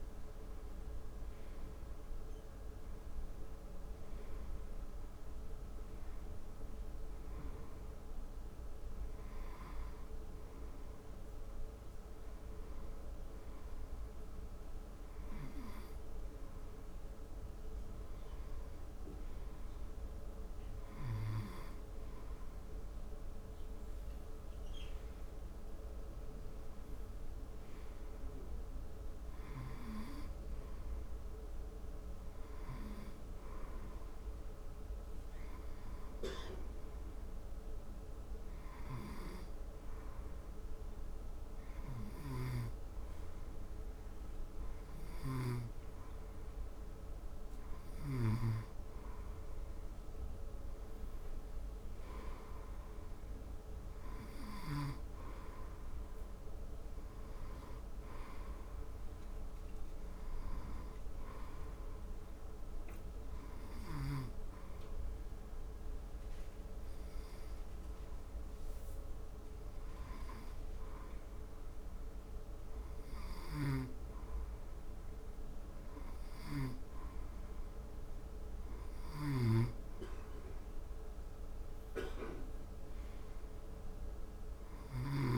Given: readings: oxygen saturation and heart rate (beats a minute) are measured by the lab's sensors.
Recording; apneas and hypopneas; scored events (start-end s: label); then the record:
breathing in sleep by a room microphone; 2
0.00-17.00 s: oxygen desaturation (device-marked, oxygen 93% lowest, heart rate 73 extreme)
37.50-48.50 s: hypopnea (oxygen 94% before, 90% lowest, heart rate 76 before, 74 extreme, up 2 after)
50.50-55.50 s: arousal
62.00-76.50 s: hypopnea (oxygen 93% before, 90% lowest, heart rate 75 before, 73 extreme, up 3 after)
79.50-83.00 s: arousal
From the record:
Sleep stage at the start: N2 (light sleep); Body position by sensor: on the front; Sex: male